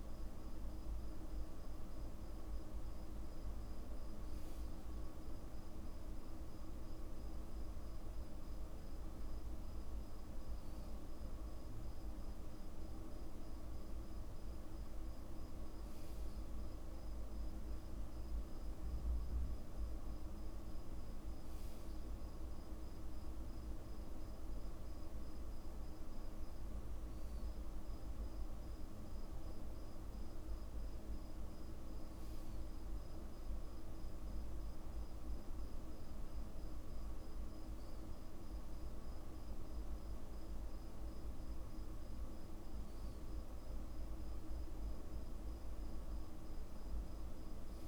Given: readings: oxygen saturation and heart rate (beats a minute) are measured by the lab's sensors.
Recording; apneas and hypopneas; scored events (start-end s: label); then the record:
breathing in sleep, hard to hear, by a room microphone; none
none scored
From the record:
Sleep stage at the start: REM sleep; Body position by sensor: on the back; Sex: male